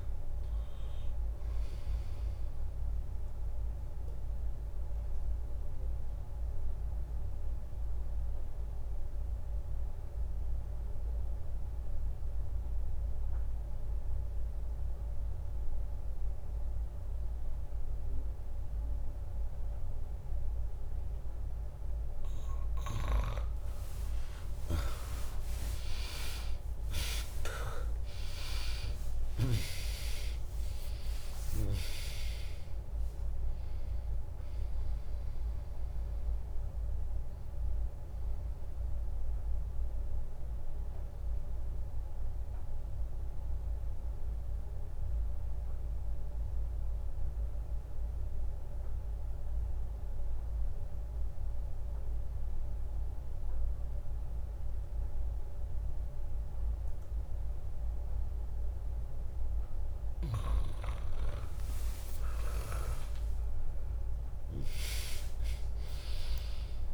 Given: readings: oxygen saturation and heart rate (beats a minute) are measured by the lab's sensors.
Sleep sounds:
breathing in sleep by a room microphone; 2
0.00-3.00 s: drop in pulse transit time (device-marked, heart rate 61 extreme)
0.00-17.00 s: oxygen desaturation (device-marked, oxygen 96% lowest, heart rate 59 extreme)
4.50-22.00 s: obstructive apnea (oxygen 100% before, 95% lowest, heart rate 68 before, 59 extreme, up 3 after)
25.00-30.00 s: arousal
28.00-39.00 s: drop in pulse transit time (device-marked, heart rate 69 before, 64 extreme)
32.00-50.00 s: oxygen desaturation (device-marked, oxygen 99% before, 95% lowest, heart rate 69 before, 62 extreme)
39.50-61.00 s: obstructive apnea (oxygen 100% before, 95% lowest, heart rate 70 before, 62 extreme, up 3 after)
63.50-66.94 s: arousal
65.00-66.94 s: drop in pulse transit time (device-marked, heart rate 65 before, 63 extreme)
65.00-66.94 s: oxygen desaturation (device-marked, oxygen 100% before, 95% lowest, heart rate 65 before, 57 extreme)
From the record:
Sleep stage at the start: N2 (light sleep); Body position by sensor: on the back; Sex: female

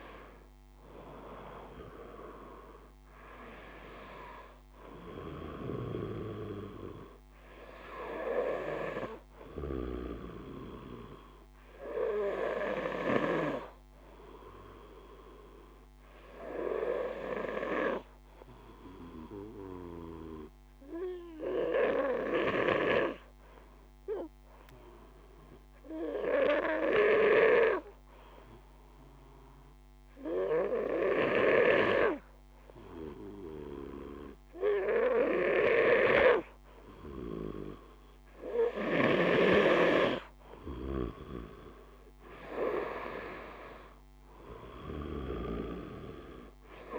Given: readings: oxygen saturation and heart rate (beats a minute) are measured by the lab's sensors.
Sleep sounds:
breathing in sleep by a microphone on the trachea; 1
1.00-11.00 s: oxygen desaturation (device-marked, oxygen 96% before, 93% lowest, heart rate 52 before, 52 extreme)
15.00-34.50 s: hypopnea (oxygen 97% before, 93% lowest, heart rate 52 before, 52 extreme, up 0 after)
36.50-39.50 s: arousal
45.00-46.99 s: oxygen desaturation (device-marked, oxygen 97% before, 93% lowest, heart rate 52 before, 52 extreme)
From the record:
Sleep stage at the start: N2 (light sleep); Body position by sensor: on the back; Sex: male

